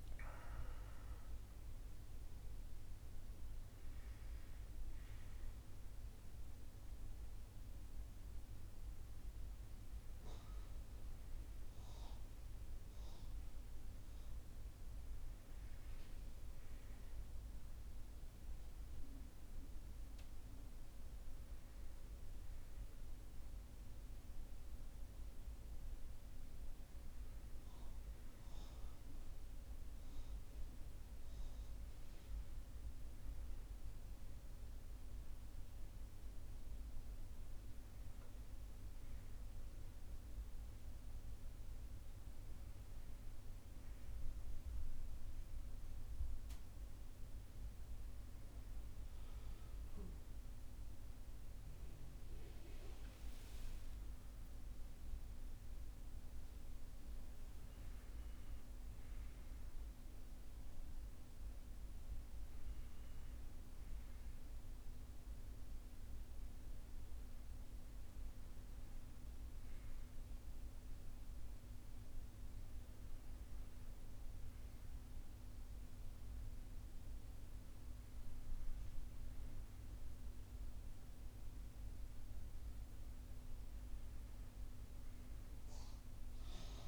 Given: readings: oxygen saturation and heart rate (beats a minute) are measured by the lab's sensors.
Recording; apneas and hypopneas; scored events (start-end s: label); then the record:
breathing in sleep, hard to hear, by a room microphone; none
61.50-86.88 s: new sleep stage, N2 (light sleep)
From the record:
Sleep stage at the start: N1 (lightest sleep); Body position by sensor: on the right side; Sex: male